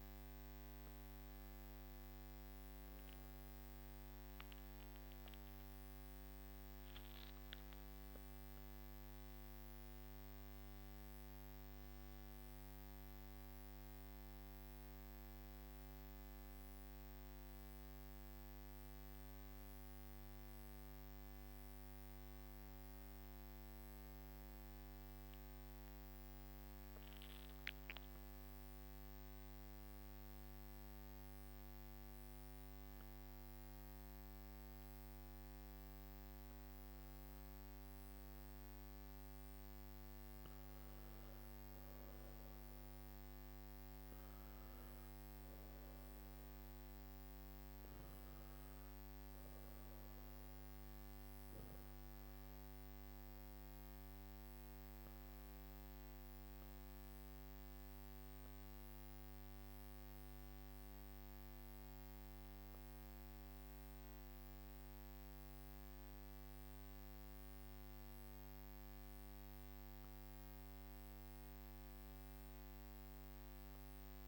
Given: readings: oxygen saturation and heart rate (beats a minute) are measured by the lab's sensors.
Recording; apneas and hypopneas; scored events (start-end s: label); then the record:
breathing in sleep, hard to hear, by a microphone on the trachea; none
none scored
From the record:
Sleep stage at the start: N3 (deep sleep); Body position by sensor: on the back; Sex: male